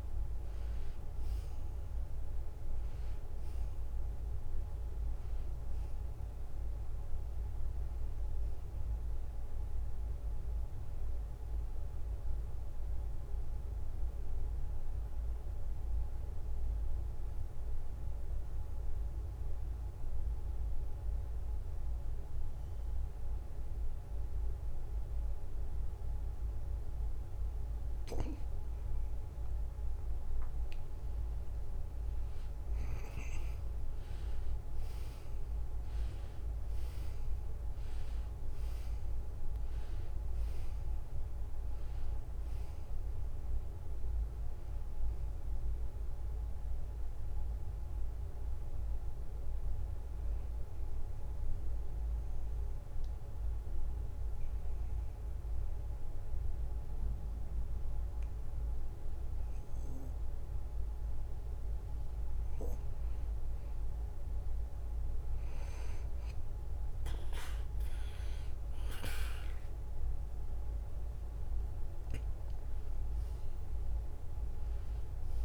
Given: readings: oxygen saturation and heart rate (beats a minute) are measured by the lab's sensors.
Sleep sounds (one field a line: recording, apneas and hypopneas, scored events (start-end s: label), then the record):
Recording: breathing in sleep, hard to hear, by a room microphone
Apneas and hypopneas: 2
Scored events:
0.00-22.00 s: oxygen desaturation (device-marked, oxygen 88% lowest, heart rate 69 extreme)
15.50-29.50 s: obstructive apnea (oxygen 95% before, 87% lowest, heart rate 77 before, 69 extreme, up 5 after)
33.00-37.00 s: arousal
36.00-55.00 s: drop in pulse transit time (device-marked, heart rate 72 before, 72 extreme)
36.00-59.00 s: oxygen desaturation (device-marked, oxygen 95% before, 87% lowest, heart rate 72 before, 70 extreme)
50.50-62.50 s: obstructive apnea (oxygen 96% before, 89% lowest, heart rate 73 before, 70 extreme, up 0 after)
69.00-73.00 s: arousal
73.00-75.45 s: oxygen desaturation (device-marked, oxygen 95% before, 91% lowest, heart rate 71 before, 70 extreme)
From the record:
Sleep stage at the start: N2 (light sleep)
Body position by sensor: on the back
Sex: male